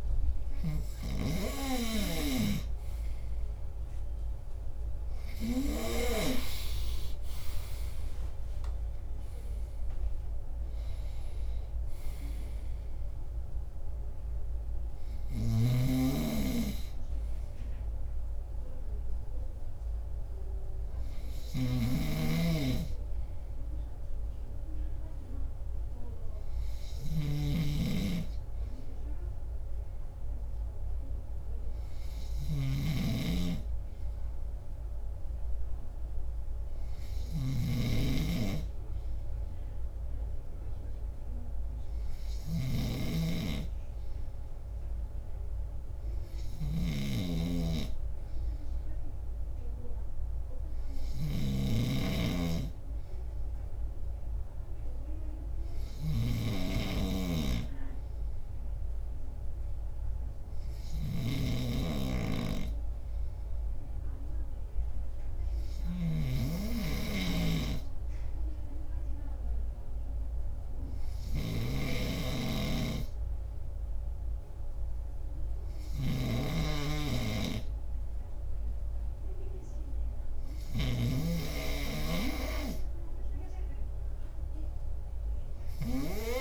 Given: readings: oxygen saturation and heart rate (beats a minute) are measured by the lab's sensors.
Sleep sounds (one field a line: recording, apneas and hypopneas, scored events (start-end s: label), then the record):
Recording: breathing in sleep by a room microphone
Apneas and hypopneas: 1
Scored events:
5.50-10.00 s: arousal
21.50-66.00 s: snoring (device-marked)
38.00-80.00 s: hypopnea (oxygen 98% before, 95% lowest)
84.50-86.41 s: arousal
From the record:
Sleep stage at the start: N2 (light sleep)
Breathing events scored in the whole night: 206 in 3.5 hours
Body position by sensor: on the left side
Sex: male